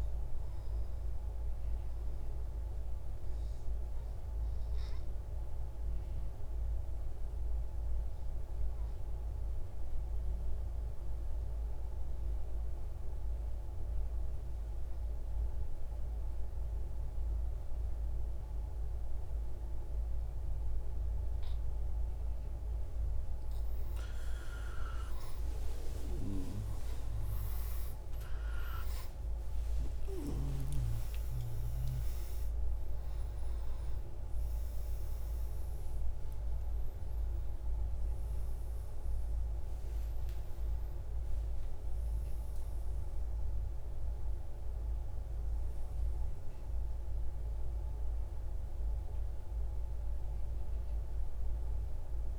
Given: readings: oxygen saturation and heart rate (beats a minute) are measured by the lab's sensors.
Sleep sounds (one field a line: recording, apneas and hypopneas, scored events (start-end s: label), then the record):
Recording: breathing in sleep, hard to hear, by a room microphone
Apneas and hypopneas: 1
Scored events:
0.00-12.00 s: oxygen desaturation (device-marked, oxygen 94% lowest, heart rate 74 extreme)
2.50-22.00 s: mixed apnea (oxygen 98% before, 88% lowest, heart rate 80 before, 74 extreme)
21.00-50.00 s: oxygen desaturation (device-marked, oxygen 95% before, 88% lowest)
28.00-33.50 s: arousal
From the record:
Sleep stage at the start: N2 (light sleep)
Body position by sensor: on the right side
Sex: male